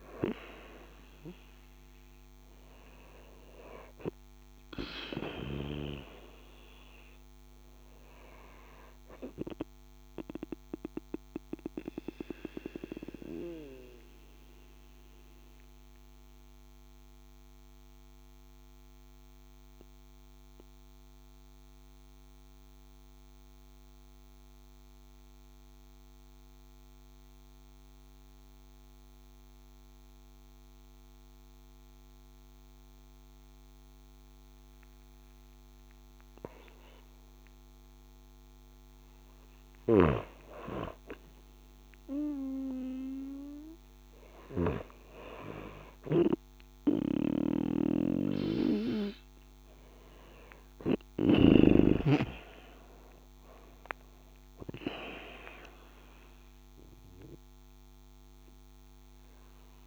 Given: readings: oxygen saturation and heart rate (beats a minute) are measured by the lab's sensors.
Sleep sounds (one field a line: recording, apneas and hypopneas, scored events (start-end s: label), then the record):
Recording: breathing in sleep by a microphone on the trachea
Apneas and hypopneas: 1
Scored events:
0.00-26.00 s: oxygen desaturation (device-marked, oxygen 92% lowest)
0.50-2.50 s: long interval between heartbeats (device-marked)
11.00-38.00 s: mixed apnea (oxygen 96% before, 91% lowest)
42.50-46.50 s: arousal
44.50-46.50 s: long interval between heartbeats (device-marked)
46.00-59.86 s: oxygen desaturation (device-marked, oxygen 96% before, 92% lowest)
47.00-51.00 s: snoring (device-marked)
From the record:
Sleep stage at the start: N2 (light sleep)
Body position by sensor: on the back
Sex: female